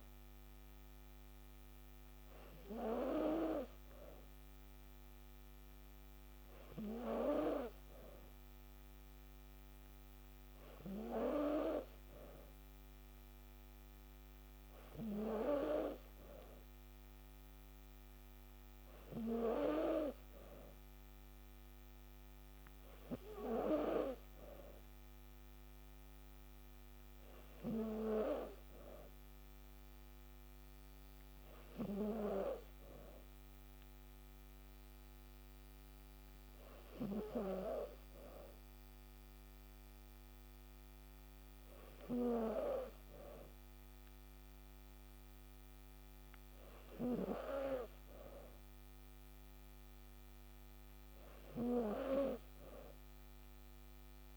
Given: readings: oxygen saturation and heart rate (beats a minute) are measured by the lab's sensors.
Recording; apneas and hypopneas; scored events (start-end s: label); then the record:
breathing in sleep by a microphone on the trachea; none
none scored
From the record:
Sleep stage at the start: N3 (deep sleep); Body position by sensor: on the back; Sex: female